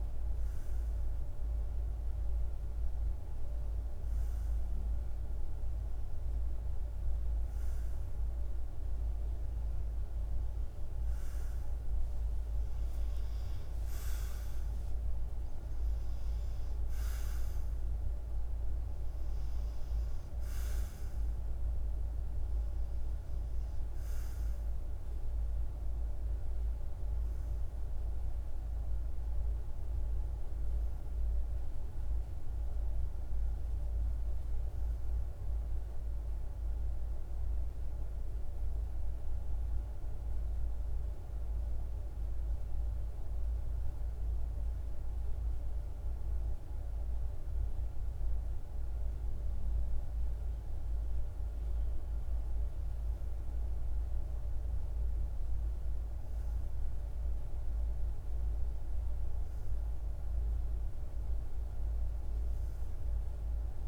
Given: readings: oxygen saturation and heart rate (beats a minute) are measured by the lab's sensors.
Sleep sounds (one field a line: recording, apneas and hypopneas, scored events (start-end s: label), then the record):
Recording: breathing in sleep, hard to hear, by a room microphone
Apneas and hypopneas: none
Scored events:
none scored
From the record:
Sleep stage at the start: REM sleep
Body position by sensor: on the back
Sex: male